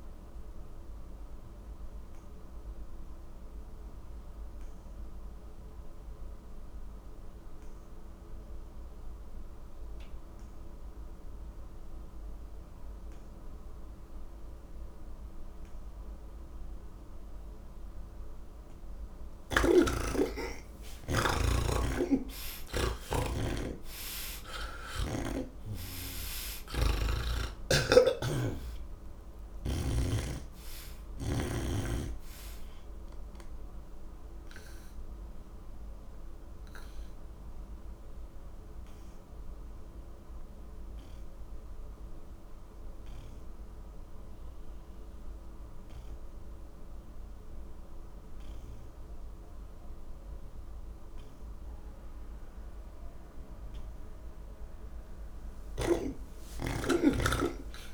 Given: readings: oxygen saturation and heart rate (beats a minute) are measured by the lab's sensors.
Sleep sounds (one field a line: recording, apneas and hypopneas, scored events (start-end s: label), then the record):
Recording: breathing in sleep by a room microphone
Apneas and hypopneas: none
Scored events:
0.00-8.00 s: oxygen desaturation (device-marked, oxygen 78% lowest, heart rate 38 extreme)
10.00-26.00 s: oxygen desaturation (device-marked, oxygen 98% before, 85% lowest, heart rate 143 before, 104 extreme)
21.50-25.00 s: snoring (device-marked)
28.00-52.00 s: oxygen desaturation (device-marked, oxygen 88% before, 76% lowest, heart rate 176 before, 89 extreme)
From the record:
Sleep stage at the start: N1 (lightest sleep)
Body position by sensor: on the back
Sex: male